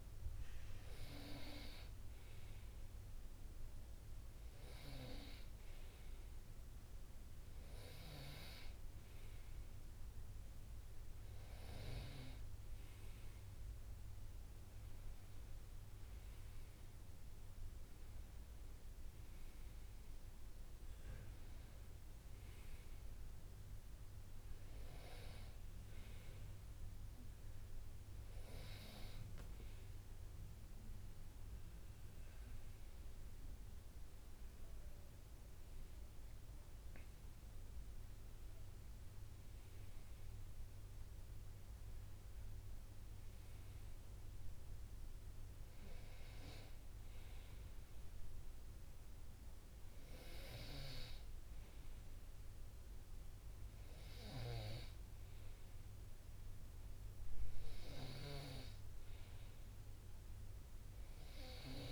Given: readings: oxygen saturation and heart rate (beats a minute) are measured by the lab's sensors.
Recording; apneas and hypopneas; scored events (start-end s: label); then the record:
breathing in sleep by a room microphone; none
none scored
From the record:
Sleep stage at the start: N2 (light sleep); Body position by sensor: on the right side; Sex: male